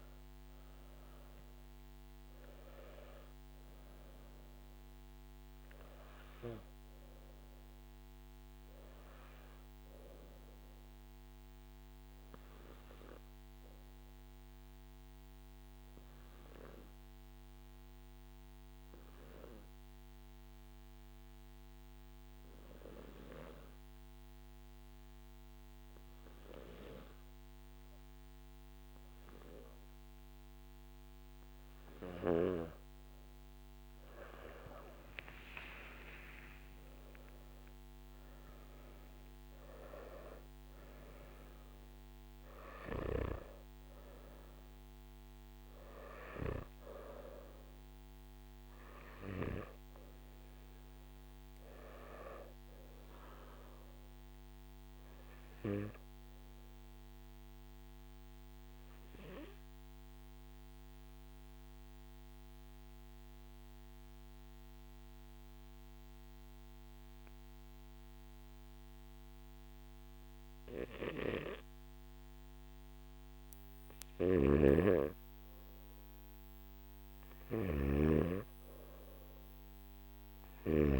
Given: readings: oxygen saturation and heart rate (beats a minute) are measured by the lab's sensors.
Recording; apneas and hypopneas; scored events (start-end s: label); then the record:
breathing in sleep by a microphone on the trachea; 2
0.00-22.50 s: oxygen desaturation (device-marked, oxygen 91% lowest, heart rate 52 extreme)
12.00-31.50 s: obstructive apnea (oxygen 98% before, 92% lowest, heart rate 61 before, 52 extreme, up 14 after)
35.50-58.50 s: oxygen desaturation (device-marked, oxygen 98% before, 92% lowest, heart rate 56 before, 54 extreme)
55.00-73.50 s: obstructive apnea (oxygen 98% before, 93% lowest, heart rate 60 before, 54 extreme, up 2 after)
74.00-81.00 s: snoring (device-marked)
77.50-81.00 s: oxygen desaturation (device-marked, oxygen 98% before, 93% lowest, heart rate 56 before, 53 extreme)
From the record:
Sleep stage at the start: N1 (lightest sleep); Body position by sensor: on the back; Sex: male